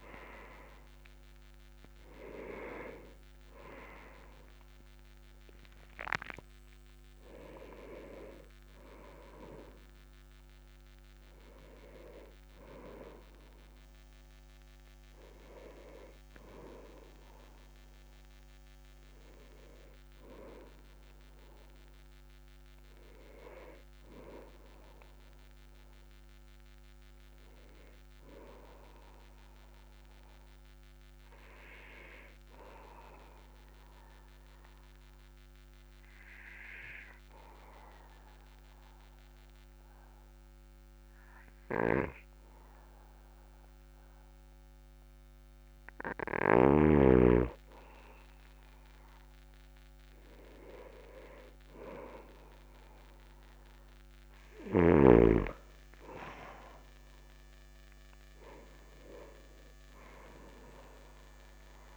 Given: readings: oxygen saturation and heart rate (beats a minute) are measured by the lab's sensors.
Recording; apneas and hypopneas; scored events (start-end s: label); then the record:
a person partly awake in a sleep study, by a microphone on the trachea; 1
15.50-38.50 s: oxygen desaturation (device-marked, oxygen 96% before, 86% lowest, heart rate 49 before, 41 extreme)
27.50-57.50 s: new sleep stage, N1 (lightest sleep)
33.50-47.00 s: obstructive apnea (oxygen 96% before, 92% lowest, heart rate 47 before, 44 extreme, up 9 after)
49.00-53.00 s: arousal
57.50-61.96 s: new sleep stage, N2 (light sleep)
From the record:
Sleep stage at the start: awake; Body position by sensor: on the back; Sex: male